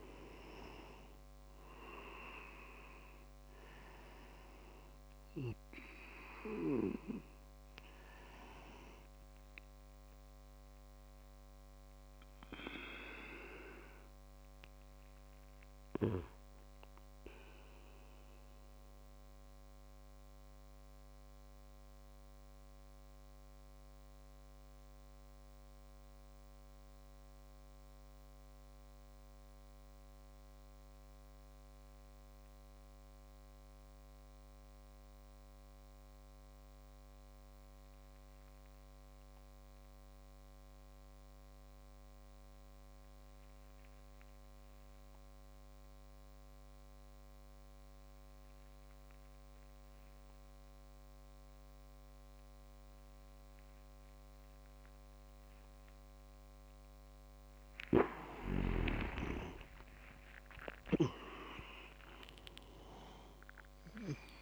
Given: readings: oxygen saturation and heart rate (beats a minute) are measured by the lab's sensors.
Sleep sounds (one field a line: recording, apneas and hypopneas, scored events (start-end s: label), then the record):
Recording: breathing in sleep by a microphone on the trachea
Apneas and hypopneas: 1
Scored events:
0.00-1.00 s: leg movement (device-marked)
0.00-10.50 s: oxygen desaturation (device-marked, oxygen 94% lowest)
0.00-19.50 s: tachycardia (device-marked)
15.50-55.50 s: mixed apnea (oxygen 98% before, 92% lowest)
48.50-64.42 s: oxygen desaturation (device-marked, oxygen 99% before, 92% lowest)
55.50-64.42 s: tachycardia (device-marked)
58.00-62.00 s: leg movement (device-marked)
59.00-63.50 s: arousal
From the record:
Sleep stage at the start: N2 (light sleep)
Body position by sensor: on the back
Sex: male